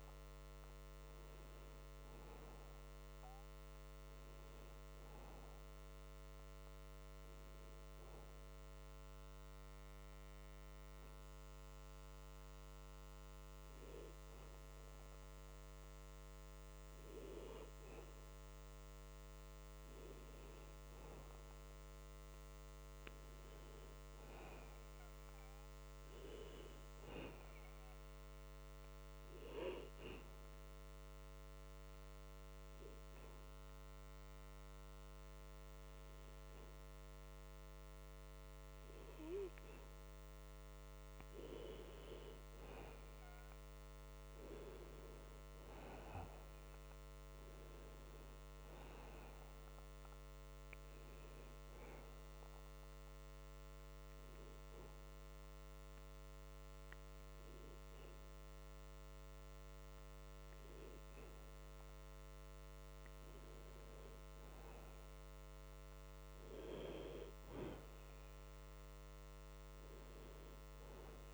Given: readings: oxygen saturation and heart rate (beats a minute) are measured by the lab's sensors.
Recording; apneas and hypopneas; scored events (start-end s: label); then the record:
breathing in sleep by a microphone on the trachea; 3
7.50-18.50 s: obstructive apnea (oxygen 97% before, 92% lowest)
22.00-26.00 s: arousal
29.50-39.50 s: obstructive apnea (oxygen 97% before, 92% lowest)
42.00-47.00 s: arousal
52.00-62.00 s: hypopnea (oxygen 97% before, 92% lowest)
60.50-71.33 s: oxygen desaturation (device-marked, oxygen 96% before, 92% lowest)
63.00-67.50 s: arousal
From the record:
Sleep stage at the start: N2 (light sleep); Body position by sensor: on the back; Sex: male